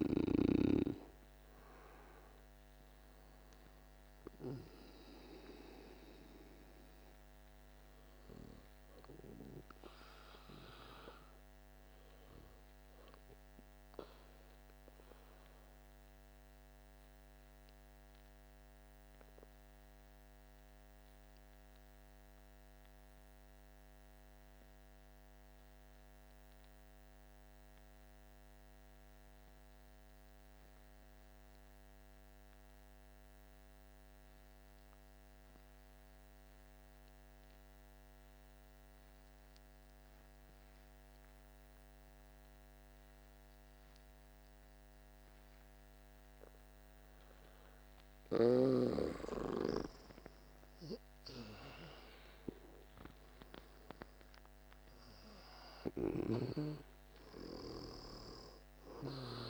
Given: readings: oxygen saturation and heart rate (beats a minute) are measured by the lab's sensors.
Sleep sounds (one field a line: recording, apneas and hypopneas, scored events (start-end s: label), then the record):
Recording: breathing in sleep by a microphone on the trachea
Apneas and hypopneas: 1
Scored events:
0.00-21.00 s: oxygen desaturation (device-marked, oxygen 86% lowest, heart rate 48 extreme)
15.00-47.00 s: mixed apnea (oxygen 95% before, 87% lowest, heart rate 55 before, 49 extreme, up 11 after)
39.00-59.50 s: oxygen desaturation (device-marked, oxygen 99% before, 87% lowest, heart rate 49 before, 48 extreme)
50.00-55.50 s: arousal
From the record:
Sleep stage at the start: N2 (light sleep)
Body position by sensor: on the back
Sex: male